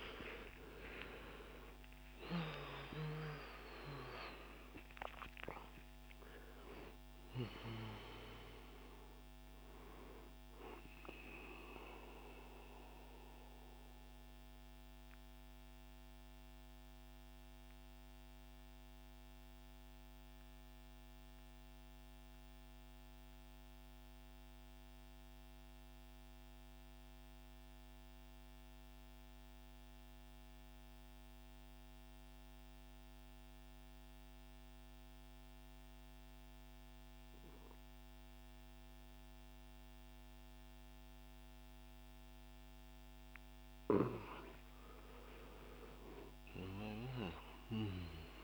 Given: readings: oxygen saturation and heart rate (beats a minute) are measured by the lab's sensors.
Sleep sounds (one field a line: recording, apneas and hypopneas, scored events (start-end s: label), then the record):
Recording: breathing in sleep by a microphone on the trachea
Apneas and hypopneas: 1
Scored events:
4.50-25.50 s: oxygen desaturation (device-marked, oxygen 94% before, 87% lowest, heart rate 112 before, 74 extreme)
12.00-43.50 s: mixed apnea (oxygen 94% before, 87% lowest, heart rate 108 before, 70 extreme, up 8 after)
45.50-48.44 s: arousal
45.50-48.44 s: oxygen desaturation (device-marked, oxygen 99% before, 90% lowest, heart rate 119 before, 44 extreme)
From the record:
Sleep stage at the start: N2 (light sleep)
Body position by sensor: on the right side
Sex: male